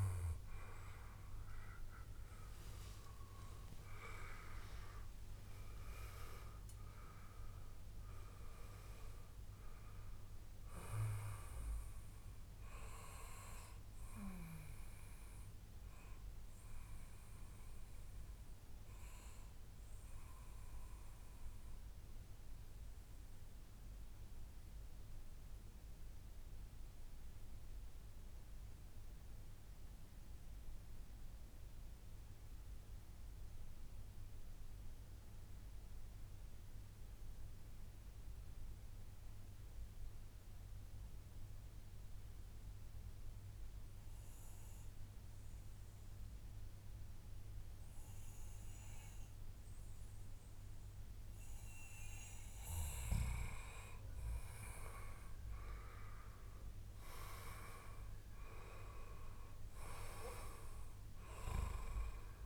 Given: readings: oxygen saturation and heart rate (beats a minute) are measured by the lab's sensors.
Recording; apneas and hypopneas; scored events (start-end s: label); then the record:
breathing in sleep by a room microphone; 1
1.00-4.50 s: arousal
11.00-20.00 s: oxygen desaturation (device-marked, oxygen 96% before, 92% lowest, heart rate 141 before, 88 extreme)
17.50-51.00 s: mixed apnea (oxygen 97% before, 91% lowest, heart rate 141 before, 79 extreme, up 36 after)
31.50-33.50 s: long interval between heartbeats (device-marked, heart rate 141 before, 106 extreme)
33.50-35.50 s: long interval between heartbeats (device-marked, heart rate 138 before, 89 extreme)
36.00-38.00 s: long interval between heartbeats (device-marked, heart rate 131 before, 91 extreme)
42.00-44.00 s: long interval between heartbeats (device-marked, heart rate 120 before, 107 extreme)
51.00-62.46 s: oxygen desaturation (device-marked, oxygen 98% before, 91% lowest, heart rate 99 before, 93 extreme)
54.00-59.00 s: arousal
56.50-58.50 s: long interval between heartbeats (device-marked, heart rate 102 before, 104 extreme)
From the record:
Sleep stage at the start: N2 (light sleep); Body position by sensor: on the back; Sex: male